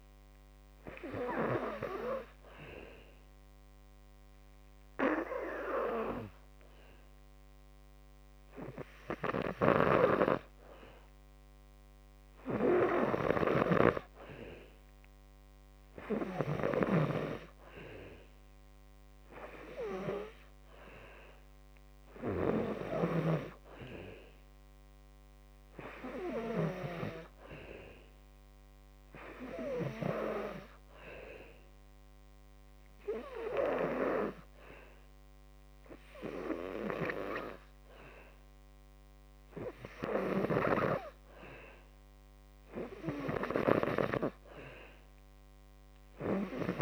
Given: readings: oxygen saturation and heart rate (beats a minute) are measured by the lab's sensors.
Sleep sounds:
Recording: breathing in sleep by a microphone on the trachea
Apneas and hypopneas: 2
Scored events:
0.00-16.00 s: oxygen desaturation (device-marked, oxygen 86% lowest, heart rate 58 extreme)
1.00-11.00 s: obstructive apnea (oxygen 92% before, 86% lowest, heart rate 63 before, 58 extreme, up 4 after)
18.50-21.50 s: arousal
30.50-41.50 s: hypopnea (oxygen 92% before, 89% lowest, heart rate 62 before, 55 extreme, up 5 after)
45.50-46.82 s: arousal
From the record:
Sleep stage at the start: N2 (light sleep)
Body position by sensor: on the back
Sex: male

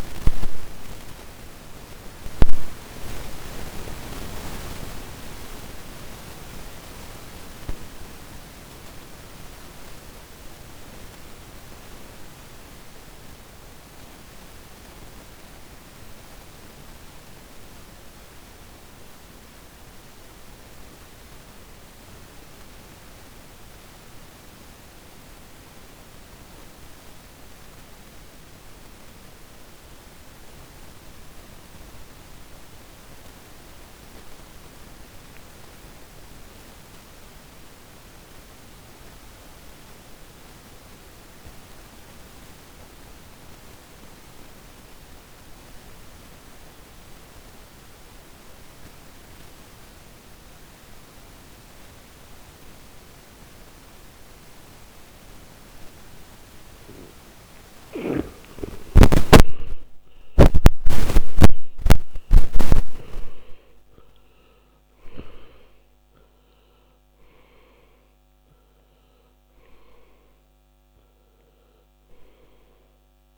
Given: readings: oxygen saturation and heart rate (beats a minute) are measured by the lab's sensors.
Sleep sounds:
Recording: breathing in sleep by a microphone on the trachea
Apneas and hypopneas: 1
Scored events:
0.00-46.50 s: oxygen desaturation (device-marked, oxygen 72% lowest, heart rate 47 extreme)
15.00-57.00 s: obstructive apnea (oxygen 99% before, 72% lowest, heart rate 63 before, 47 extreme, up 26 after)
59.50-65.00 s: arousal
69.50-73.38 s: oxygen desaturation (device-marked, oxygen 98% before, 76% lowest, heart rate 59 before, 47 extreme)
From the record:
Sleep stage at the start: N2 (light sleep)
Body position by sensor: on the back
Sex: male

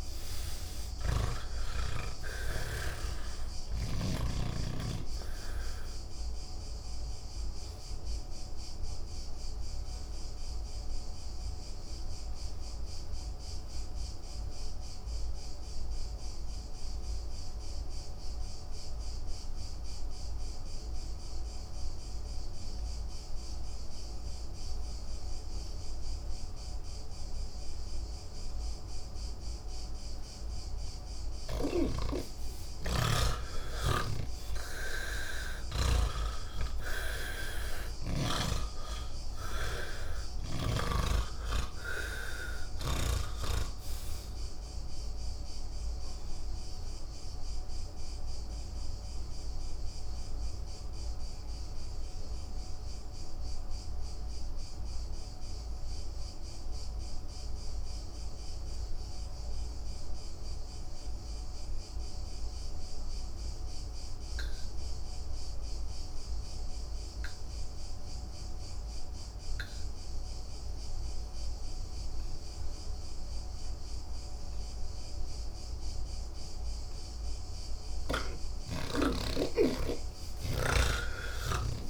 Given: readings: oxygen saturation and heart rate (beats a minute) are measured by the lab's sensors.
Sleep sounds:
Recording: breathing in sleep by a room microphone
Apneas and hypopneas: 2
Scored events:
0.00-2.50 s: snoring (device-marked)
0.00-22.00 s: oxygen desaturation (device-marked, oxygen 81% lowest, heart rate 69 extreme)
7.50-31.00 s: obstructive apnea (oxygen 98% before, 79% lowest, heart rate 180 before, 69 extreme)
27.00-61.00 s: oxygen desaturation (device-marked, oxygen 97% before, 79% lowest, heart rate 139 before, 57 extreme)
34.00-38.50 s: snoring (device-marked)
44.50-77.00 s: obstructive apnea (oxygen 97% before, 78% lowest, heart rate 140 before, 30 extreme, up 27 after)
67.00-81.90 s: oxygen desaturation (device-marked, oxygen 98% before, 78% lowest, heart rate 81 before, 30 extreme)
From the record:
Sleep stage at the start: N1 (lightest sleep)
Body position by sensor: on the back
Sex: male

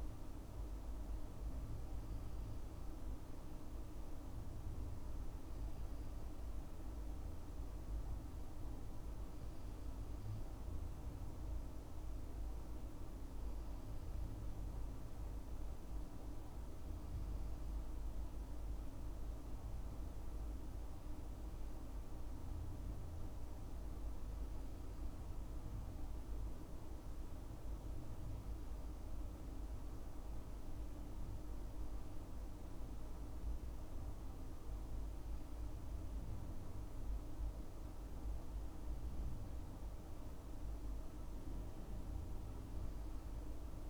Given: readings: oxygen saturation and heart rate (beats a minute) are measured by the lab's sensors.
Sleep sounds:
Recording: breathing in sleep, hard to hear, by a room microphone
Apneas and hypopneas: none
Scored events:
none scored
From the record:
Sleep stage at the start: N2 (light sleep)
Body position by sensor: on the left side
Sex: male

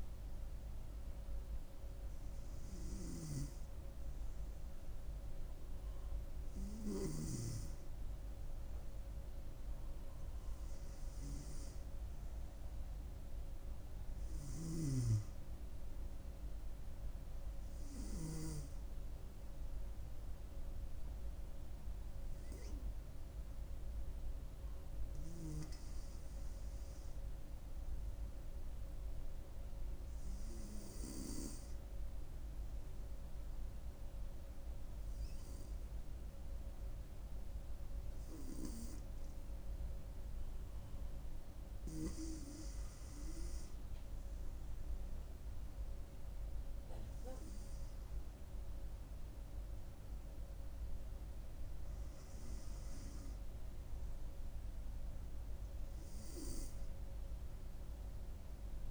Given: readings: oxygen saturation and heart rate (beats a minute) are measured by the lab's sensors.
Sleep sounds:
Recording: breathing in sleep by a room microphone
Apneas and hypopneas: 1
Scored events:
0.00-2.00 s: arousal
0.00-2.50 s: oxygen desaturation (device-marked, oxygen 95% lowest, heart rate 67 extreme)
28.00-42.00 s: hypopnea (oxygen 97% before, 95% lowest, heart rate 68 before, 66 extreme, up 2 after)
43.50-47.50 s: arousal
From the record:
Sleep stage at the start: N2 (light sleep)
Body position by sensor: on the front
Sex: female

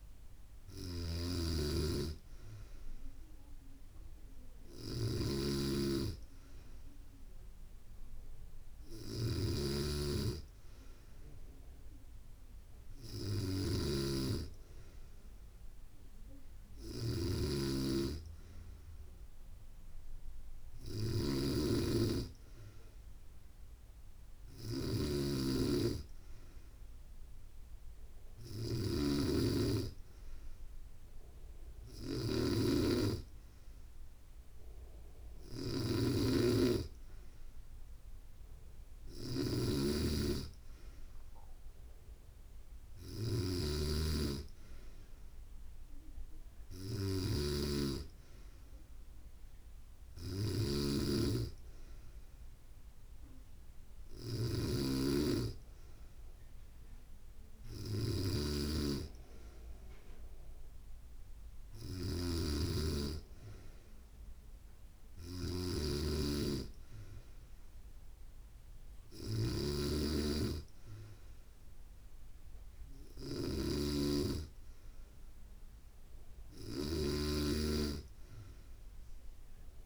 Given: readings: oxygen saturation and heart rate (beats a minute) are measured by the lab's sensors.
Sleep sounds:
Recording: breathing in sleep by a room microphone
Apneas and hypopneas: none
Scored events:
0.00-79.86 s: snoring (device-marked)
From the record:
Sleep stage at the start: N2 (light sleep)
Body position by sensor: on the back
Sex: female

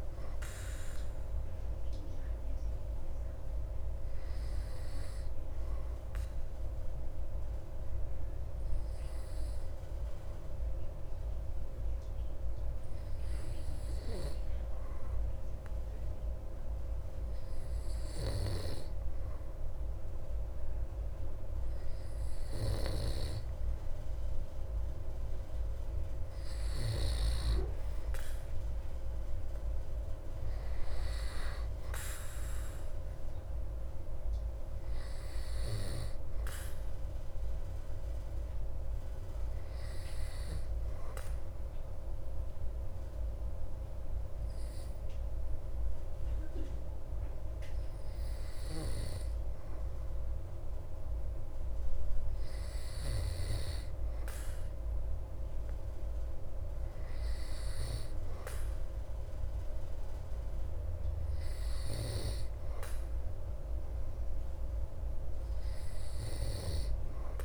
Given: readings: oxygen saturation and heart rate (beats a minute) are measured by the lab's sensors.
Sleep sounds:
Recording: breathing in sleep by a room microphone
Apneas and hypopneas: 2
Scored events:
1.50-19.50 s: obstructive apnea (oxygen 99% before, 95% lowest)
23.00-27.50 s: arousal
39.50-53.50 s: obstructive apnea (oxygen 98% before, 94% lowest)
57.00-61.50 s: arousal
From the record:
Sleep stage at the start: N2 (light sleep)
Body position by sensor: on the back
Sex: male

